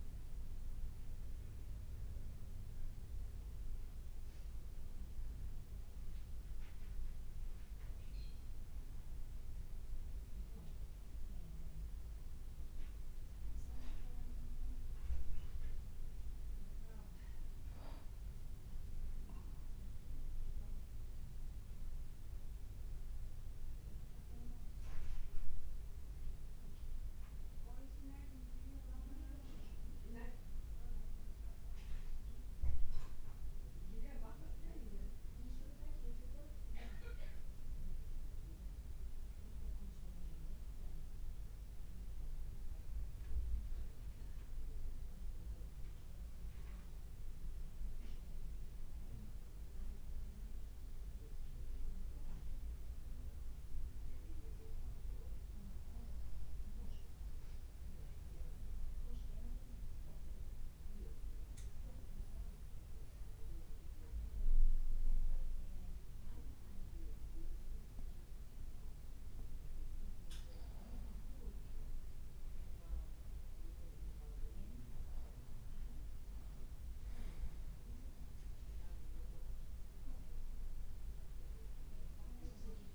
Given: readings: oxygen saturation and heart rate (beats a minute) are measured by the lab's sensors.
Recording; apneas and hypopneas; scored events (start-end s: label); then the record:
breathing in sleep by a room microphone; 2
15.50-20.00 s: arousal
23.50-33.50 s: hypopnea (oxygen 98% before, 93% lowest, heart rate 55 before, 52 extreme, up 0 after)
35.50-39.50 s: arousal
55.50-69.00 s: mixed apnea (oxygen 98% before, 92% lowest, heart rate 53 before, 51 extreme, up 2 after)
70.50-74.00 s: arousal
From the record:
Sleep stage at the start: N2 (light sleep); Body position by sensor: on the back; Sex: male